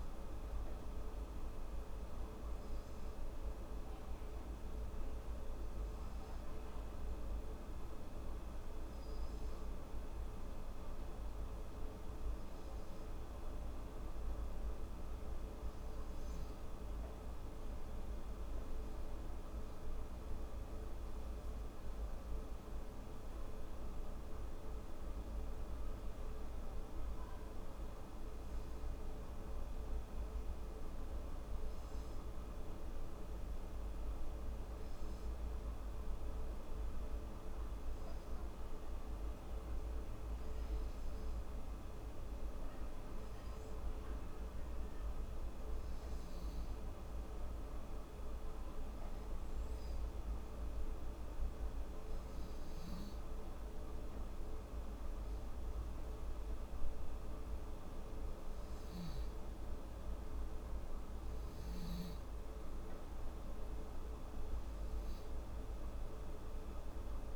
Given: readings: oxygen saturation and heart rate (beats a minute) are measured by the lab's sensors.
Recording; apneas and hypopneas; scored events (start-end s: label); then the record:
breathing in sleep, hard to hear, by a room microphone; 2
2.00-16.00 s: hypopnea (oxygen 95% before, 93% lowest, heart rate 82 before, 74 extreme, up 5 after)
19.00-22.00 s: arousal
33.00-50.50 s: hypopnea (oxygen 96% before, 93% lowest, heart rate 79 before, 75 extreme, up 3 after)
52.00-55.50 s: arousal
From the record:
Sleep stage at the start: N2 (light sleep); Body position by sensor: on the left side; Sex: female